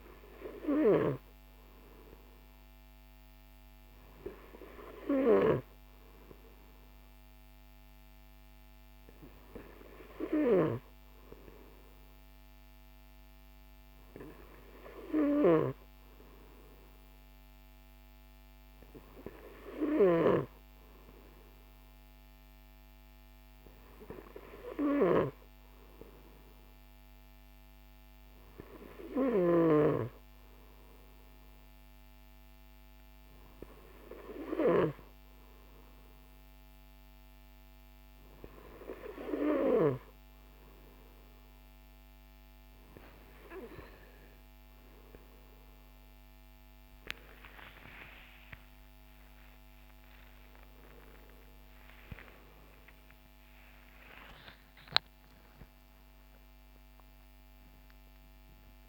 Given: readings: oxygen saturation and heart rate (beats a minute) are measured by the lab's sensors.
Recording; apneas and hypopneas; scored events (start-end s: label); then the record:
a person partly awake in a sleep study, by a microphone on the trachea; none
43.00-58.89 s: new sleep stage, awake
From the record:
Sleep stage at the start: N2 (light sleep); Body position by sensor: on the right side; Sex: male